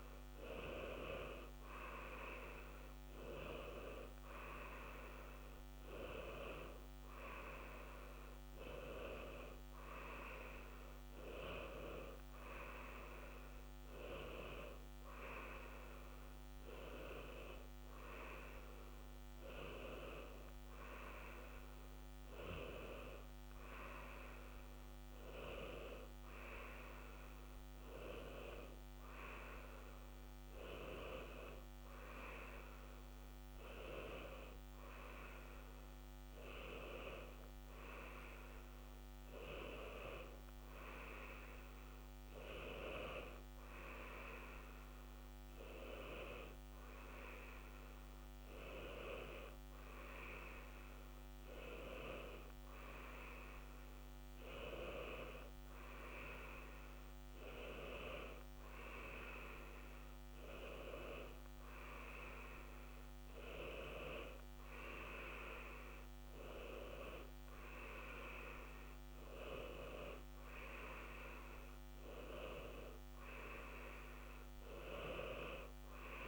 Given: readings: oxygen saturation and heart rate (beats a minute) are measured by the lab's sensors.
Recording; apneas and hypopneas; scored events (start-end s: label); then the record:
breathing in sleep by a microphone on the trachea; none
none scored
From the record:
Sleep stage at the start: N2 (light sleep); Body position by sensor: on the left side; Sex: male